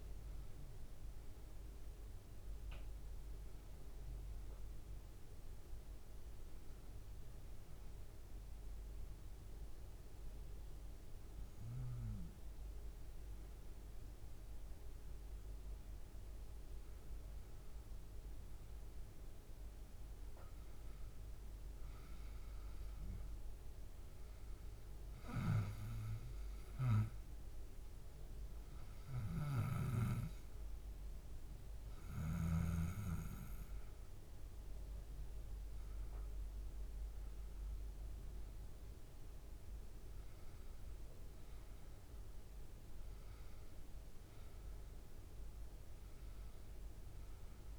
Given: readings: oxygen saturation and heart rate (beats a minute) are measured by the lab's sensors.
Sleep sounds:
breathing in sleep by a room microphone; 1
6.50-17.00 s: hypopnea (oxygen 97% before, 92% lowest, heart rate 74 before, 73 extreme, up 0 after)
19.00-24.00 s: arousal
31.50-43.50 s: oxygen desaturation (device-marked, oxygen 96% before, 92% lowest, heart rate 73 before, 73 extreme)
From the record:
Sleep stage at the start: N1 (lightest sleep); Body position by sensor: on the back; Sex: male

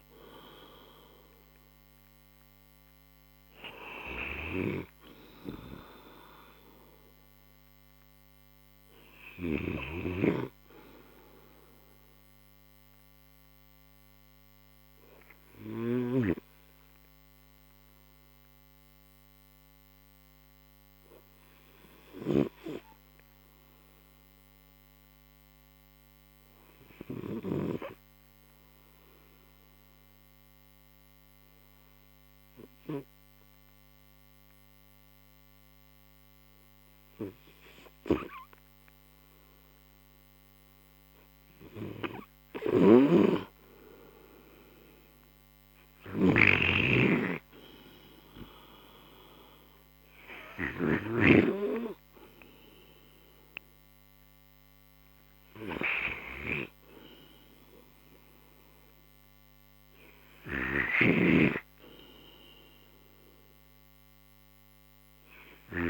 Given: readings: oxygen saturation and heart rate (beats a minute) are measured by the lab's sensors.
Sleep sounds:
breathing in sleep by a microphone on the trachea; 1
0.00-12.00 s: oxygen desaturation (device-marked, oxygen 85% lowest)
13.00-42.00 s: obstructive apnea (oxygen 90% before, 89% lowest, heart rate 46 before, 28 extreme, up 41 after)
44.00-48.00 s: arousal
60.00-65.90 s: oxygen desaturation (device-marked, oxygen 95% before, 92% lowest, heart rate 53 before, 34 extreme)
From the record:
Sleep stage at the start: N2 (light sleep); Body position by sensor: on the right side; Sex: male

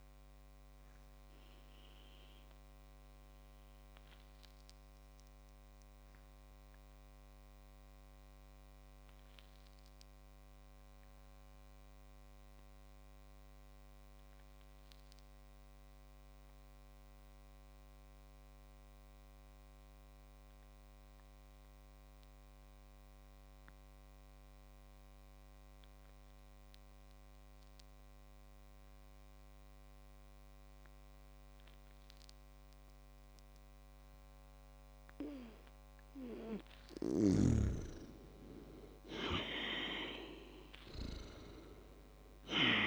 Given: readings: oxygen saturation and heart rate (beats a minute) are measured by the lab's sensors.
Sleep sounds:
breathing in sleep by a microphone on the trachea; 1
0.00-11.50 s: oxygen desaturation (device-marked, oxygen 95% lowest, heart rate 39 extreme)
1.00-35.50 s: obstructive apnea (oxygen 100% before, 95% lowest, heart rate 57 before, 47 extreme, up 14 after)
37.50-40.00 s: arousal
40.50-42.86 s: oxygen desaturation (device-marked, oxygen 99% before, 95% lowest, heart rate 59 before, 49 extreme)
From the record:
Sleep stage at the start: N2 (light sleep); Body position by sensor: on the back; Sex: male

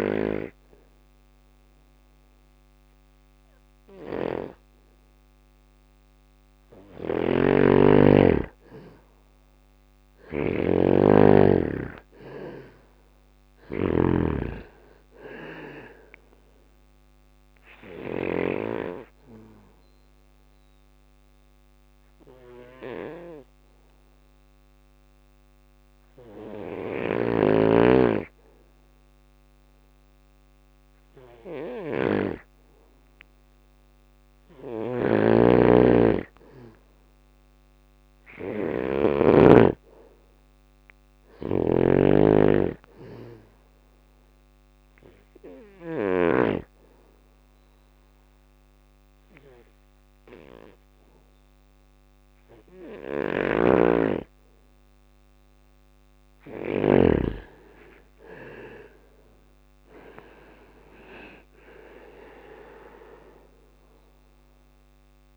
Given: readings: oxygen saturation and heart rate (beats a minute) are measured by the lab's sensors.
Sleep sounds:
breathing in sleep by a microphone on the trachea; 2
2.00-5.00 s: bradycardia (device-marked, heart rate 63 before, 60 extreme)
5.00-21.00 s: drop in pulse transit time (device-marked, heart rate 62 before, 59 extreme)
5.50-17.00 s: snoring (device-marked)
9.00-12.50 s: arousal
12.00-30.00 s: oxygen desaturation (device-marked, oxygen 95% before, 90% lowest, heart rate 61 before, 62 extreme)
15.00-30.00 s: obstructive apnea (oxygen 96% before, 90% lowest, heart rate 61 before, 62 extreme, up 1 after)
25.50-45.00 s: snoring (device-marked)
32.50-36.50 s: arousal
45.00-56.00 s: obstructive apnea (oxygen 98% before, 92% lowest, heart rate 63 before, 58 extreme, up 6 after)
52.00-55.50 s: snoring (device-marked)
57.00-61.50 s: arousal
60.00-65.37 s: drop in pulse transit time (device-marked, heart rate 63 before, 59 extreme)
63.00-65.37 s: oxygen desaturation (device-marked, oxygen 96% before, 92% lowest, heart rate 64 before, 58 extreme)
From the record:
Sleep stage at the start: N2 (light sleep); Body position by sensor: on the back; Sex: male

